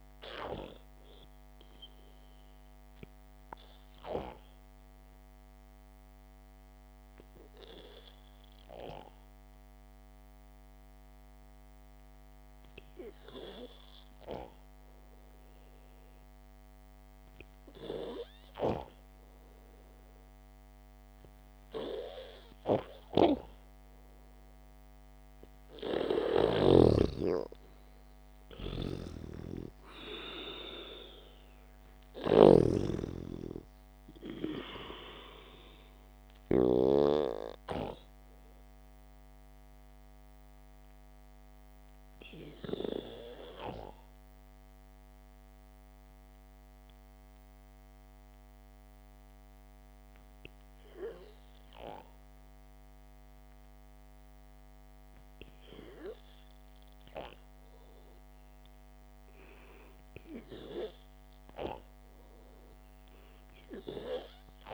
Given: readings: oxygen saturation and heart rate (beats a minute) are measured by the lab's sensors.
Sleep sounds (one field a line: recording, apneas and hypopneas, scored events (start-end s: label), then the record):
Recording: breathing in sleep by a microphone on the trachea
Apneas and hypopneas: 2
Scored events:
3.00-25.00 s: obstructive apnea (oxygen 98% before, 92% lowest, heart rate 58 before, 53 extreme, up 2 after)
27.00-30.50 s: arousal
29.50-37.50 s: snoring (device-marked)
30.50-32.50 s: long interval between heartbeats (device-marked, heart rate 60 before, 60 extreme)
32.00-43.00 s: oxygen desaturation (device-marked, oxygen 97% before, 92% lowest, heart rate 60 before, 56 extreme)
40.50-59.50 s: obstructive apnea (oxygen 97% before, 91% lowest, heart rate 58 before, 52 extreme)
60.50-64.00 s: arousal
From the record:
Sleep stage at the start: N2 (light sleep)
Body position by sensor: on the back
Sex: male